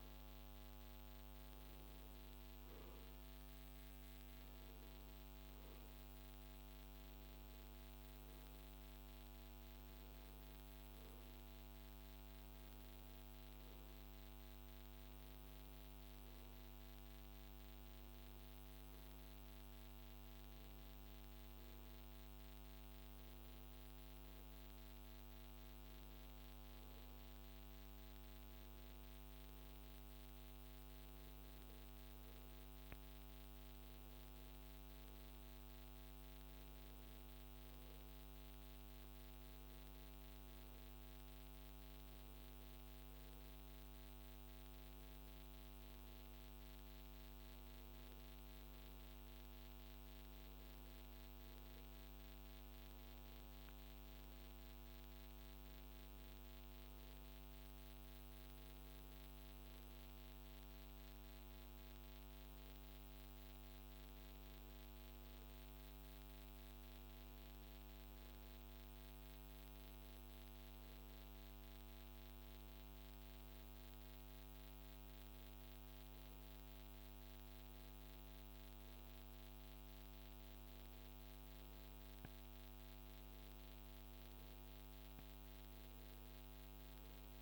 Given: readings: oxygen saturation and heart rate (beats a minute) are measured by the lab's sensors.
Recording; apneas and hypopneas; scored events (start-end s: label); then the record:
breathing in sleep, hard to hear, by a microphone on the trachea; none
none scored
From the record:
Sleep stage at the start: N1 (lightest sleep); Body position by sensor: on the right side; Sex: male